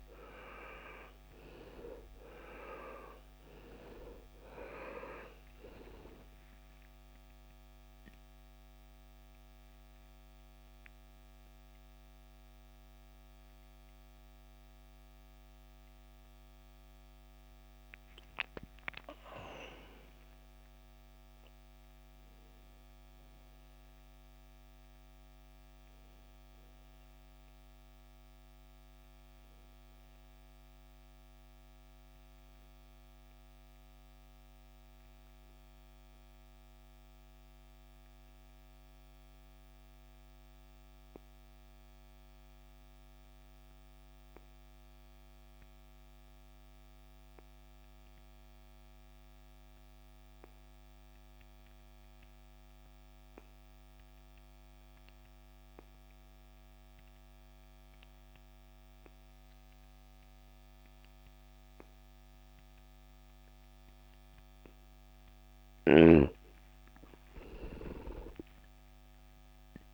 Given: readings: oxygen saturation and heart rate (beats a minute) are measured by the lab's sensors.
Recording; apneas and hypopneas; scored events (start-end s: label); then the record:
breathing in sleep by a microphone on the trachea; 2
0.00-2.50 s: oxygen desaturation (device-marked, oxygen 94% lowest, heart rate 59 extreme)
0.50-30.50 s: new sleep stage, N1 (lightest sleep)
7.00-19.00 s: obstructive apnea (oxygen 97% before, 83% lowest, heart rate 62 before, 64 extreme, up 9 after)
10.50-46.50 s: oxygen desaturation (device-marked, oxygen 95% before, 83% lowest, heart rate 67 before, 55 extreme)
21.50-25.50 s: arousal
30.50-69.94 s: new sleep stage, N2 (light sleep)
34.00-65.50 s: obstructive apnea (oxygen 95% before, 78% lowest, heart rate 80 before, 55 extreme, up 14 after)
64.50-69.94 s: oxygen desaturation (device-marked, oxygen 96% before, 78% lowest, heart rate 64 before, 54 extreme)
67.50-69.94 s: arousal
From the record:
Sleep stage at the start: N2 (light sleep); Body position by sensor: on the back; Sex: male